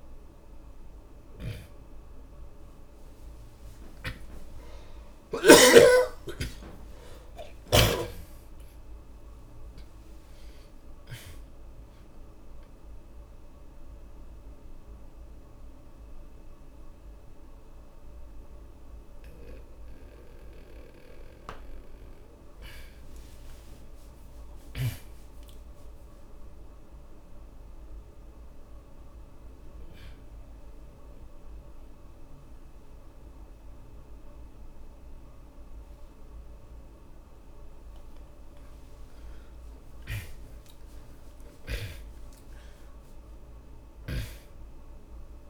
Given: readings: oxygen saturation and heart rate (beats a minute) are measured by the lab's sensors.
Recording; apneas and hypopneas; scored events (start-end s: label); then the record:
breathing in sleep by a room microphone; 1
1.50-6.00 s: snoring (device-marked)
4.00-9.50 s: arousal
8.00-15.00 s: oxygen desaturation (device-marked, oxygen 93% before, 84% lowest, heart rate 70 before, 39 extreme)
12.50-23.50 s: obstructive apnea (oxygen 97% before, 83% lowest, heart rate 76 before, 46 extreme, up 20 after)
24.50-28.00 s: arousal
37.00-45.50 s: oxygen desaturation (device-marked, oxygen 98% before, 83% lowest)
From the record:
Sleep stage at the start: N2 (light sleep); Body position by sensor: on the back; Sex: male